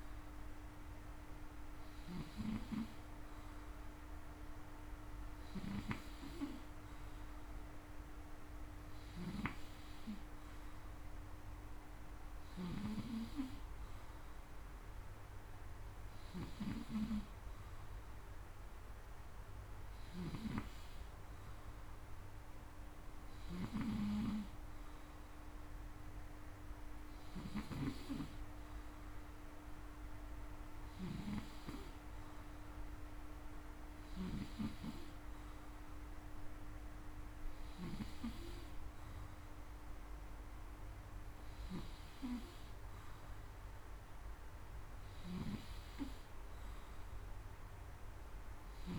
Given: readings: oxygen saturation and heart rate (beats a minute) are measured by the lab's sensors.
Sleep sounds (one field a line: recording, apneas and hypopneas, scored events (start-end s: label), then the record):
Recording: breathing in sleep by a room microphone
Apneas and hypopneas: none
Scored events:
1.50-23.50 s: snoring (device-marked)
30.50-37.50 s: snoring (device-marked)
44.50-48.99 s: snoring (device-marked)
From the record:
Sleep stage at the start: N2 (light sleep)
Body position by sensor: on the front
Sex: male